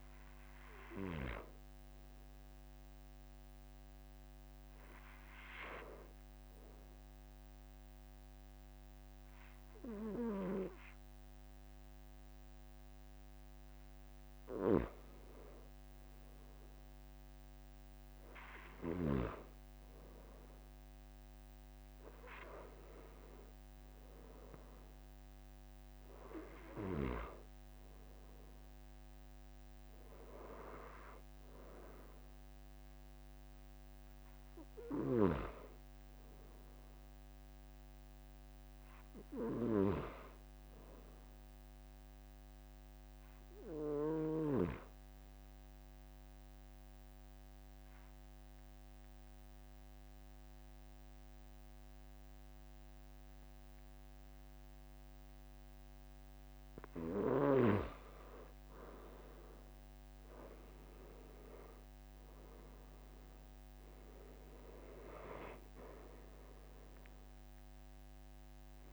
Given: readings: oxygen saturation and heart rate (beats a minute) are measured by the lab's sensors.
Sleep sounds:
breathing in sleep by a microphone on the trachea; 2
6.00-16.00 s: obstructive apnea (oxygen 95% before, 94% lowest, heart rate 49 before, 46 extreme, up 2 after)
19.00-23.50 s: arousal
46.00-58.00 s: obstructive apnea (oxygen 96% before, 93% lowest, heart rate 47 before, 44 extreme, up 3 after)
64.00-68.93 s: arousal
From the record:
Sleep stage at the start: N2 (light sleep); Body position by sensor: on the back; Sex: male

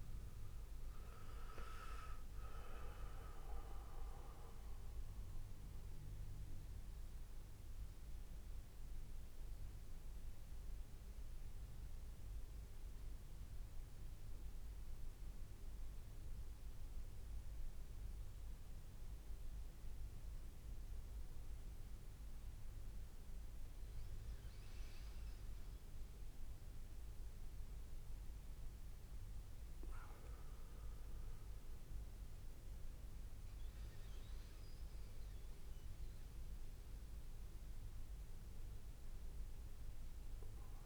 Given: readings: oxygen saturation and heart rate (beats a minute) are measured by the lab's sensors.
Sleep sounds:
breathing in sleep by a room microphone; 1
5.00-17.00 s: hypopnea (oxygen 95% before, 93% lowest, heart rate 88 before, 77 extreme, up 7 after)
19.00-23.00 s: arousal
From the record:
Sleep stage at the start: N2 (light sleep); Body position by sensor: on the back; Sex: male

